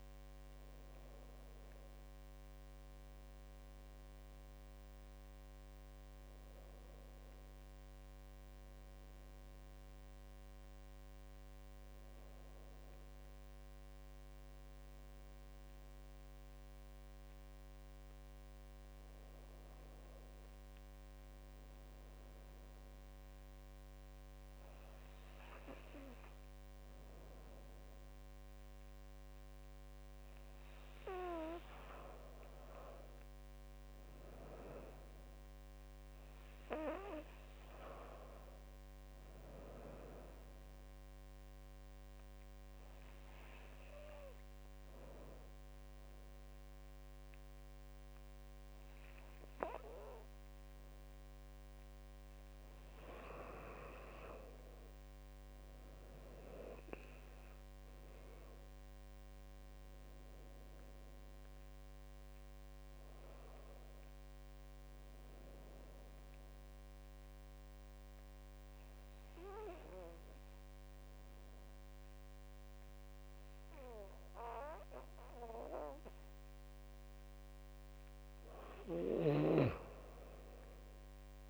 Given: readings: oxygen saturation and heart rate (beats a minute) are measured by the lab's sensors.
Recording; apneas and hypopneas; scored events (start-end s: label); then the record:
breathing in sleep by a microphone on the trachea; 2
39.50-51.50 s: obstructive apnea (oxygen 97% before, 91% lowest, heart rate 81 before, 72 extreme, up 9 after)
54.50-59.00 s: arousal
57.50-74.50 s: oxygen desaturation (device-marked, oxygen 96% before, 91% lowest, heart rate 83 before, 72 extreme)
64.00-75.50 s: obstructive apnea (oxygen 96% before, 88% lowest, heart rate 83 before, 72 extreme, up 13 after)
78.00-81.50 s: arousal
79.50-81.50 s: drop in pulse transit time (device-marked, heart rate 79 before, 82 extreme)
From the record:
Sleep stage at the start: N2 (light sleep); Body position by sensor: on the back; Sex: female